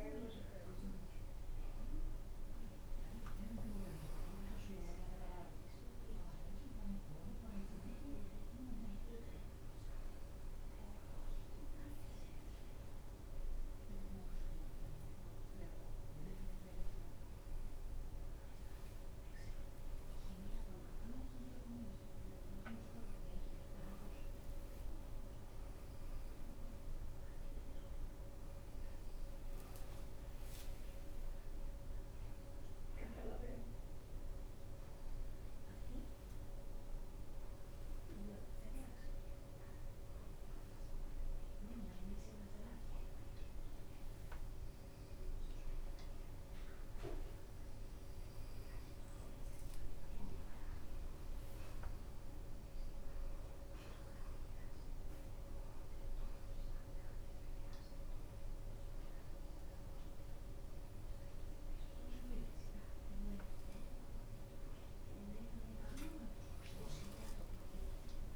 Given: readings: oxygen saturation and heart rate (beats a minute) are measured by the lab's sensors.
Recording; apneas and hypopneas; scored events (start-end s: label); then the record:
breathing in sleep by a room microphone; none
6.50-68.36 s: new sleep stage, N2 (light sleep)
56.50-68.36 s: oxygen desaturation (device-marked, oxygen 91% before, 87% lowest, heart rate 92 before, 87 extreme)
67.00-68.36 s: arousal
From the record:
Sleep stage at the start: N1 (lightest sleep); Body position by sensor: upright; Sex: female